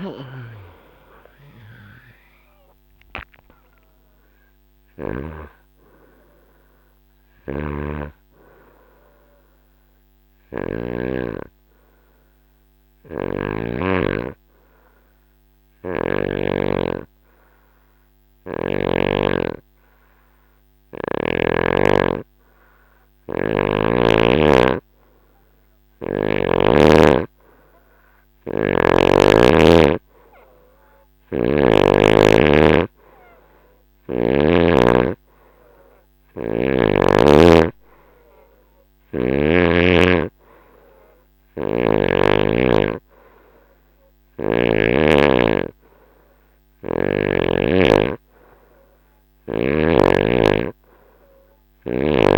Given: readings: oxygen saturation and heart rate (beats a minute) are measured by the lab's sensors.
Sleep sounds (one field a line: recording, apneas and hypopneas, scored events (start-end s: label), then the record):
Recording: breathing in sleep by a microphone on the trachea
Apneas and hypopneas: 1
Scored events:
0.00-1.00 s: arousal
0.00-4.00 s: oxygen desaturation (device-marked, oxygen 89% lowest, heart rate 63 extreme)
6.50-10.50 s: snoring (device-marked)
9.50-21.50 s: obstructive apnea (oxygen 93% before, 90% lowest, heart rate 77 before, 63 extreme, up 4 after)
12.50-16.00 s: snoring (device-marked)
24.50-28.00 s: arousal
30.50-34.00 s: snoring (device-marked)
31.00-46.00 s: oxygen desaturation (device-marked, oxygen 99% before, 92% lowest, heart rate 66 before, 69 extreme)
43.50-47.00 s: snoring (device-marked)
From the record:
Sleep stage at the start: N2 (light sleep)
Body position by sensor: on the right side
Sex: female